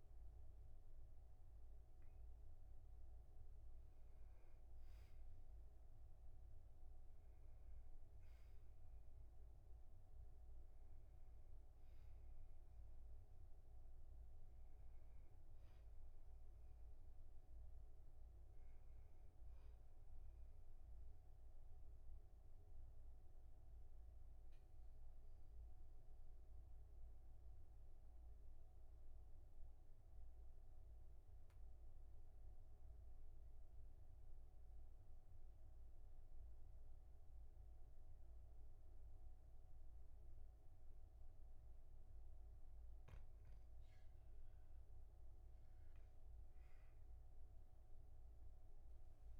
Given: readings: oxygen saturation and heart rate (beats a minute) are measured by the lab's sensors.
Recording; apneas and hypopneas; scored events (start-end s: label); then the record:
breathing in sleep, hard to hear, by a room microphone; 1
22.50-42.50 s: obstructive apnea (oxygen 99% before, 96% lowest, heart rate 48 before, 40 extreme, up 9 after)
45.50-49.40 s: arousal
From the record:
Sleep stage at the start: N2 (light sleep); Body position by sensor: on the back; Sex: male